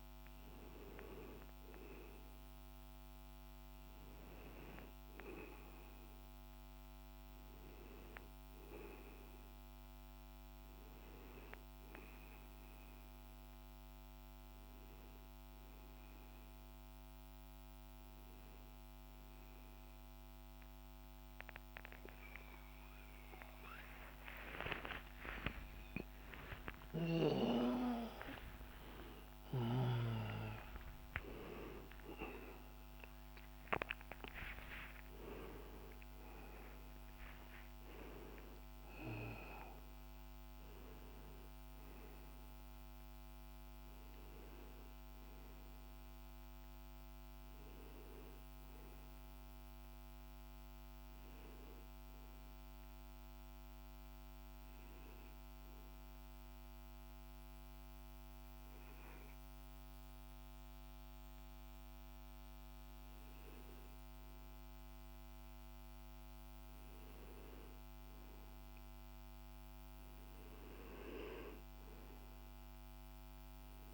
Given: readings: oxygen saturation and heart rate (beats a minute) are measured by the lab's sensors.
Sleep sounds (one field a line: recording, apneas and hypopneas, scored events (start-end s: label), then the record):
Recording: breathing in sleep by a microphone on the trachea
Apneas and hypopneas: 1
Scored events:
24.00-29.50 s: arousal
52.50-63.50 s: hypopnea (oxygen 97% before, 93% lowest, heart rate 69 before, 49 extreme, up 0 after)
66.50-71.00 s: arousal
72.00-73.94 s: oxygen desaturation (device-marked, oxygen 97% before, 93% lowest, heart rate 50 before, 50 extreme)
From the record:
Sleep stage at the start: N1 (lightest sleep)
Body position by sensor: on the back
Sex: male